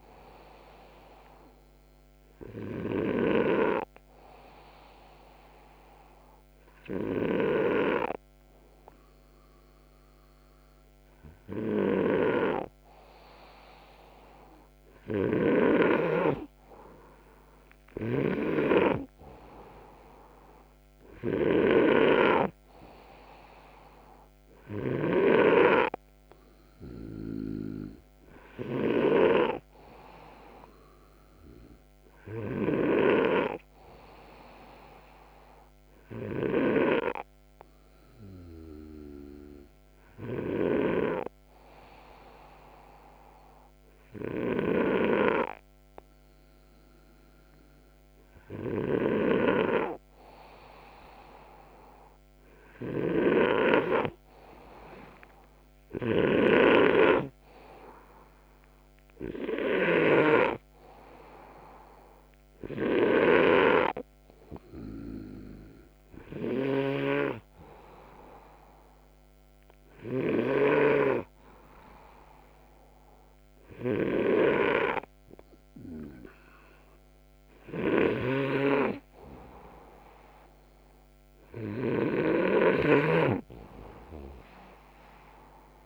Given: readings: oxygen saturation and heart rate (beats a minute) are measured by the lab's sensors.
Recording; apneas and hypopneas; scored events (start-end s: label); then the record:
breathing in sleep by a microphone on the trachea; 2
0.00-2.50 s: snoring (device-marked)
0.50-12.50 s: hypopnea (oxygen 95% before, 93% lowest, heart rate 154 before, 54 extreme, up 4 after)
11.00-15.00 s: snoring (device-marked)
16.00-20.50 s: arousal
17.00-35.50 s: snoring (device-marked)
34.50-47.50 s: hypopnea (oxygen 99% before, 93% lowest, heart rate 96 before, 42 extreme)
43.50-81.50 s: snoring (device-marked)
53.00-58.00 s: arousal
From the record:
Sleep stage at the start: N2 (light sleep); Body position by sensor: upright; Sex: male